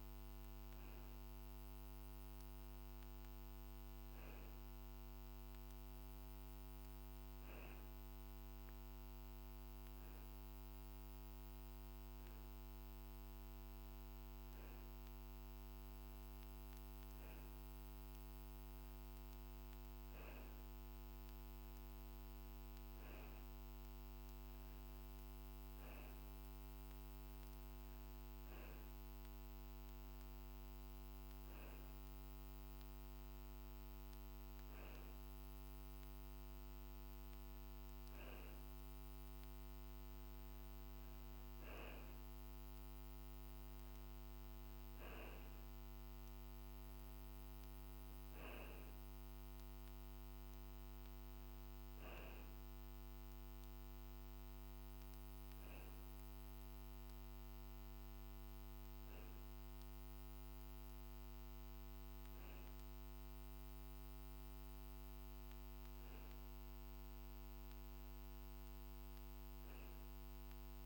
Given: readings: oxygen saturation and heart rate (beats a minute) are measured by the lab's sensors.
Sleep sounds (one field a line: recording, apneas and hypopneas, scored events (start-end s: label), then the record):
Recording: breathing in sleep, hard to hear, by a microphone on the trachea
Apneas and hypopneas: none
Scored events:
none scored
From the record:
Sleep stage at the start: N2 (light sleep)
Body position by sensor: on the back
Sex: male